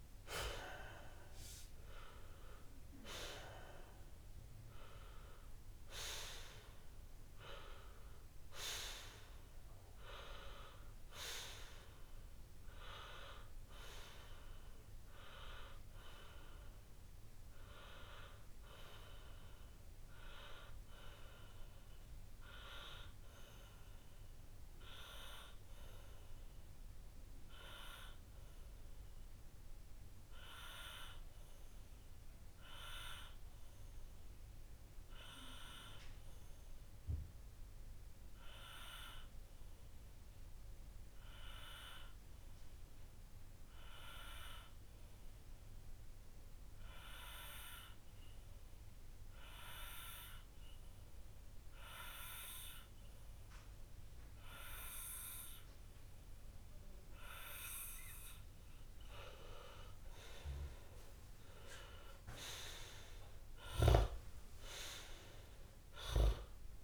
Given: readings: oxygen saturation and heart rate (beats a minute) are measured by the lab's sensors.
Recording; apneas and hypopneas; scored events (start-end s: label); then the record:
breathing in sleep by a room microphone; 1
14.00-66.83 s: new sleep stage, N2 (light sleep)
25.00-58.00 s: obstructive apnea (oxygen 100% before, 95% lowest)
52.00-60.00 s: oxygen desaturation (device-marked, oxygen 99% before, 97% lowest)
59.50-63.00 s: arousal
From the record:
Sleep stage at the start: N1 (lightest sleep); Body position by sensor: on the left side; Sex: male